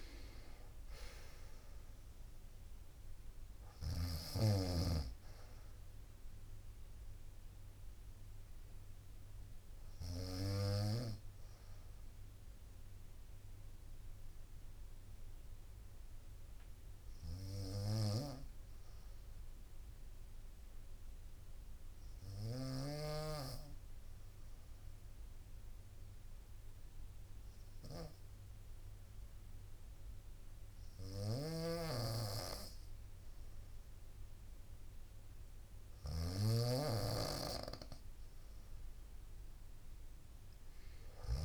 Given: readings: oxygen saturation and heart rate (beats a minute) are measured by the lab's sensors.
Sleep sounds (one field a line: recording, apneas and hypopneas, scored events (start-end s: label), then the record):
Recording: breathing in sleep by a room microphone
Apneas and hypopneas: 1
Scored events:
0.00-9.00 s: drop in pulse transit time (device-marked, heart rate 61 extreme)
8.00-16.00 s: bradycardia (device-marked, heart rate 64 before, 58 extreme)
11.50-35.00 s: hypopnea (oxygen 95% before, 91% lowest, heart rate 67 before, 59 extreme, up 1 after)
13.00-26.00 s: oxygen desaturation (device-marked, oxygen 94% before, 91% lowest, heart rate 66 before, 60 extreme)
17.50-22.50 s: snoring (device-marked)
30.50-41.45 s: snoring (device-marked)
39.50-41.45 s: arousal
From the record:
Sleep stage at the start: N2 (light sleep)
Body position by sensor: on the right side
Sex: female